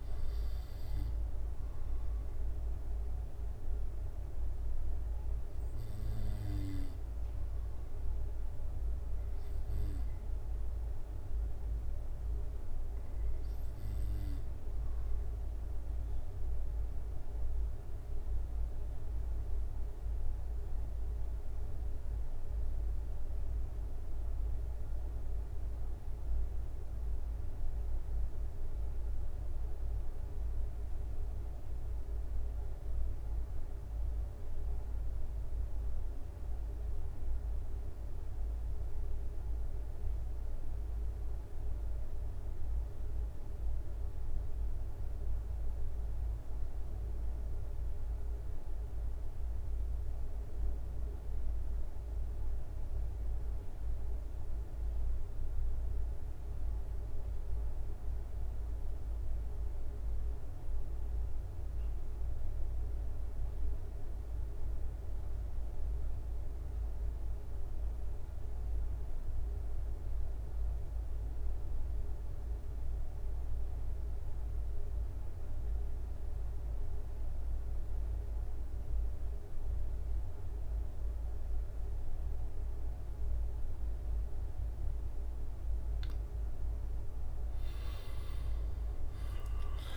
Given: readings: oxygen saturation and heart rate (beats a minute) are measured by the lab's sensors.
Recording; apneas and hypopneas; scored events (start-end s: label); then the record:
breathing in sleep, hard to hear, by a room microphone; 1
0.50-85.50 s: obstructive apnea (oxygen 95% before, 77% lowest, heart rate 69 before, 66 extreme, up 16 after)
21.00-89.97 s: oxygen desaturation (device-marked, oxygen 98% before, 77% lowest, heart rate 70 before, 66 extreme)
45.00-47.00 s: long interval between heartbeats (device-marked, heart rate 69 before, 68 extreme)
88.00-89.97 s: arousal
From the record:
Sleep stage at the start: N2 (light sleep); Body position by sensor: on the back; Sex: male